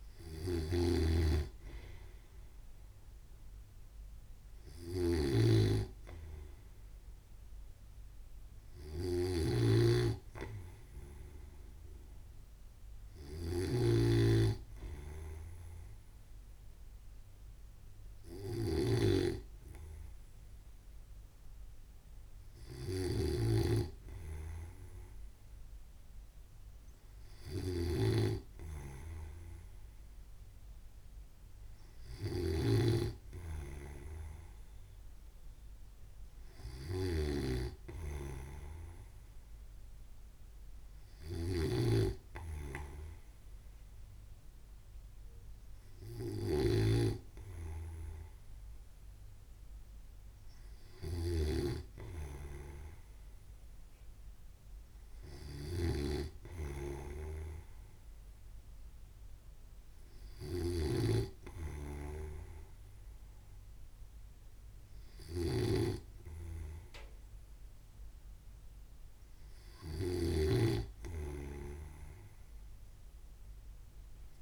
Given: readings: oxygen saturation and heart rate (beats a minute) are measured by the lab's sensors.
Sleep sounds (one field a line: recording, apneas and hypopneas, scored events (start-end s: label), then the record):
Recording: breathing in sleep by a room microphone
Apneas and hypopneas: none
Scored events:
0.00-74.42 s: snoring (device-marked)
From the record:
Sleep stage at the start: N2 (light sleep)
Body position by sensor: on the right side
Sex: male